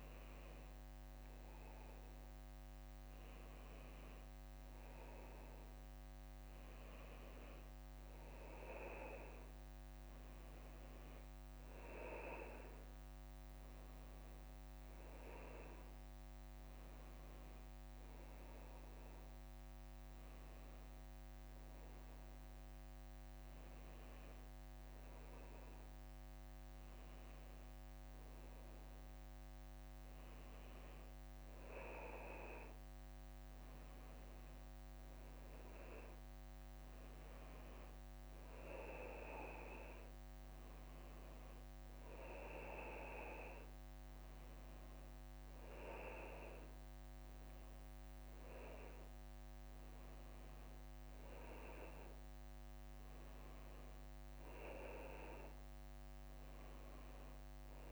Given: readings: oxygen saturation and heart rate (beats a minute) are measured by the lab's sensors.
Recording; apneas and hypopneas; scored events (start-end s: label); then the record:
breathing in sleep by a microphone on the trachea; none
55.00-57.92 s: new sleep stage, N2 (light sleep)
From the record:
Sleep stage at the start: N1 (lightest sleep); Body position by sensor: on the back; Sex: male